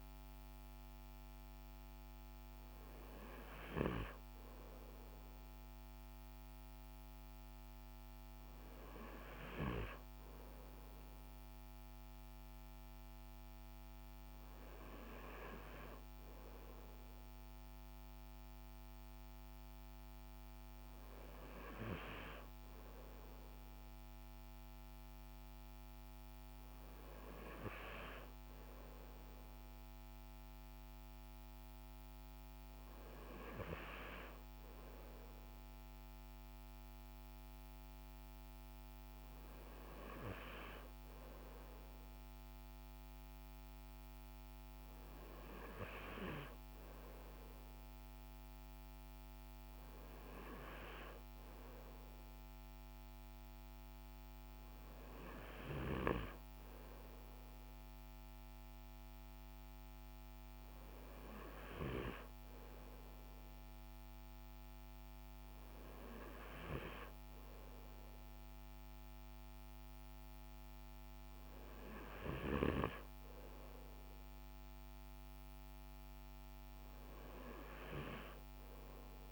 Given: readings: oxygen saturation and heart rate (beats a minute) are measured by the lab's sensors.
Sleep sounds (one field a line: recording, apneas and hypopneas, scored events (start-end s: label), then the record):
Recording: breathing in sleep by a microphone on the trachea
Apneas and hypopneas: none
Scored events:
none scored
From the record:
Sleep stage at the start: N2 (light sleep)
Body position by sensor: on the front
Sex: male